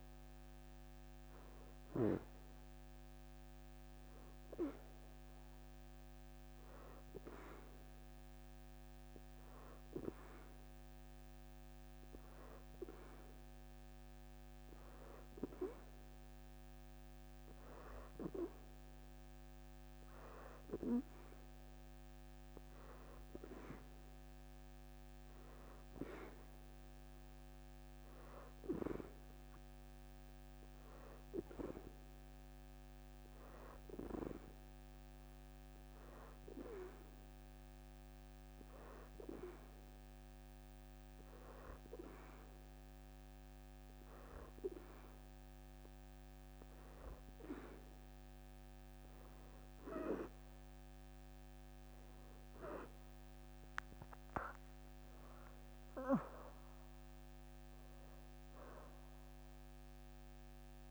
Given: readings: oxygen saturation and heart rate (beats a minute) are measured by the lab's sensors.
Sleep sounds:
breathing in sleep by a microphone on the trachea; 2
0.00-15.50 s: oxygen desaturation (device-marked, oxygen 87% lowest, heart rate 78 extreme)
7.00-18.50 s: hypopnea (oxygen 93% before, 87% lowest, heart rate 83 before, 78 extreme, up 5 after)
22.00-27.00 s: arousal
22.50-40.50 s: oxygen desaturation (device-marked, oxygen 93% before, 88% lowest, heart rate 82 before, 78 extreme)
34.50-46.50 s: hypopnea (oxygen 93% before, 87% lowest, heart rate 82 before, 80 extreme, up 8 after)
49.50-53.50 s: arousal
53.50-60.91 s: oxygen desaturation (device-marked, oxygen 91% before, 87% lowest, heart rate 82 before, 81 extreme)
55.00-57.00 s: leg movement (device-marked)
From the record:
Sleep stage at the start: N2 (light sleep); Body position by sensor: on the back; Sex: female

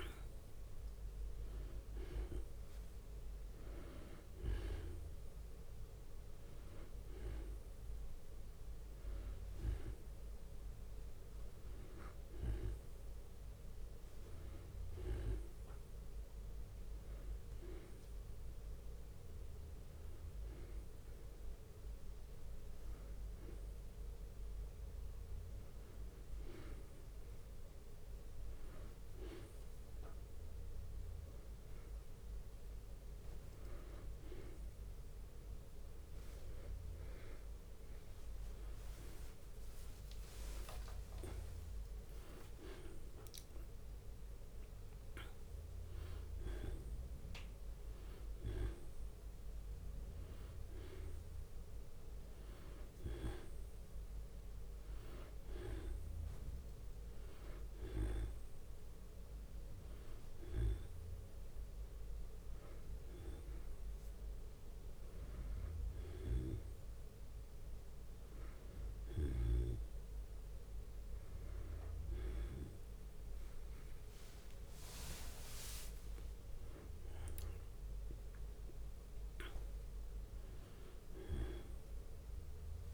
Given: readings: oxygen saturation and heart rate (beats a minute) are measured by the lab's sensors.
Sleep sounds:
a person awake in a sleep study, by a room microphone; none
8.00-13.00 s: bradycardia (device-marked, heart rate 99 before, 58 extreme)
20.00-26.00 s: bradycardia (device-marked, heart rate 98 before, 58 extreme)
37.00-42.00 s: tachycardia (device-marked, heart rate 97 before, 106 extreme)
38.50-40.50 s: long interval between heartbeats (device-marked, heart rate 64 before, 81 extreme)
52.00-54.00 s: long interval between heartbeats (device-marked, heart rate 81 before, 71 extreme)
61.50-63.50 s: long interval between heartbeats (device-marked, heart rate 78 before, 73 extreme)
79.00-82.94 s: bradycardia (device-marked, heart rate 95 before, 53 extreme)
From the record:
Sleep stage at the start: awake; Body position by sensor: on the back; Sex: male

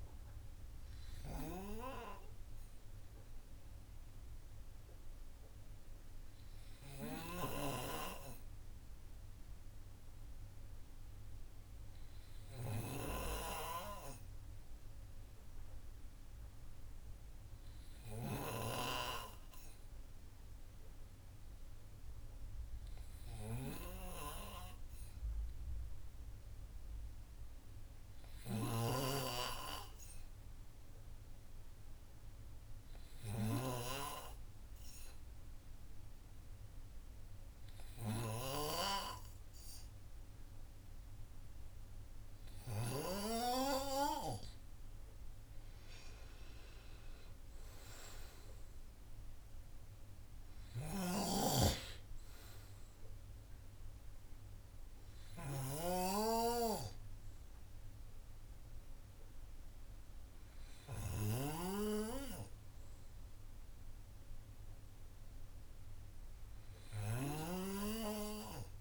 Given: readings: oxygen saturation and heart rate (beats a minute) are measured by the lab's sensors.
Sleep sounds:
breathing in sleep by a room microphone; 1
6.50-43.00 s: hypopnea (oxygen 97% before, 94% lowest, heart rate 86 before, 106 extreme, up 11 after)
39.50-68.81 s: oxygen desaturation (device-marked, oxygen 97% before, 94% lowest, heart rate 139 before, 34 extreme)
45.00-48.00 s: arousal
51.00-68.81 s: snoring (device-marked)
From the record:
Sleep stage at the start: N2 (light sleep); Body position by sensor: on the right side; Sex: male

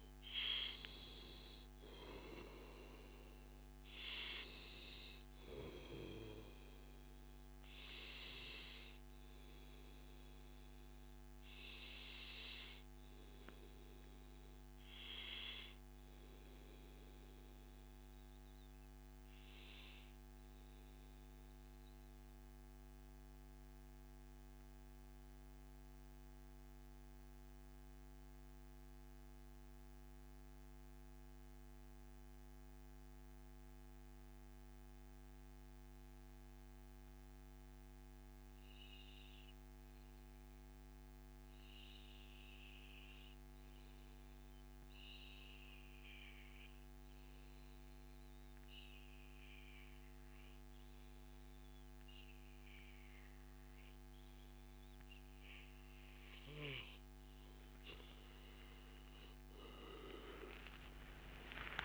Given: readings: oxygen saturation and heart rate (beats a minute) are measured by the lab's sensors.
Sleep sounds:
breathing in sleep by a microphone on the trachea; 1
0.00-6.50 s: oxygen desaturation (device-marked, oxygen 93% lowest, heart rate 79 extreme)
10.00-57.50 s: mixed apnea (oxygen 97% before, 90% lowest, heart rate 103 before, 79 extreme, up 16 after)
21.50-23.50 s: long interval between heartbeats (device-marked, heart rate 101 before, 83 extreme)
35.00-37.00 s: long interval between heartbeats (device-marked, heart rate 98 before, 101 extreme)
50.50-61.85 s: oxygen desaturation (device-marked, oxygen 97% before, 90% lowest, heart rate 101 before, 97 extreme)
58.50-61.85 s: arousal
From the record:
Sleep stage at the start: N2 (light sleep); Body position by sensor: on the back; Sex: male

